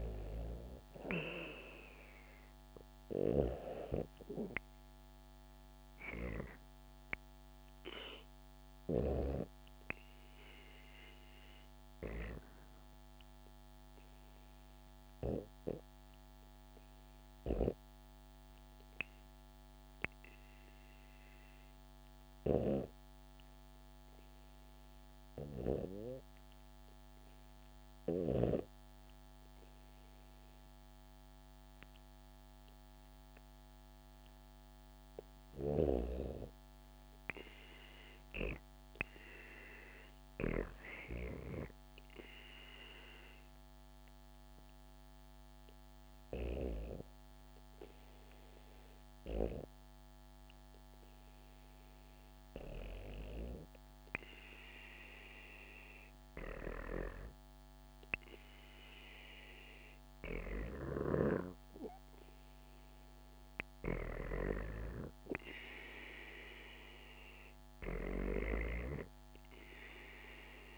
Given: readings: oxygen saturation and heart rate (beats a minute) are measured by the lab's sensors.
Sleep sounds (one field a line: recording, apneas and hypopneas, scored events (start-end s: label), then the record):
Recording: breathing in sleep by a microphone on the trachea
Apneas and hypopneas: 1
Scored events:
2.50-19.50 s: oxygen desaturation (device-marked, oxygen 95% before, 91% lowest, heart rate 63 before, 65 extreme)
20.50-34.00 s: hypopnea (oxygen 95% before, 90% lowest, heart rate 65 before, 65 extreme, up 5 after)
35.50-38.50 s: arousal
37.50-55.50 s: oxygen desaturation (device-marked, oxygen 95% before, 90% lowest, heart rate 67 before, 68 extreme)
From the record:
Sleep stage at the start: REM sleep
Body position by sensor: on the back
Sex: female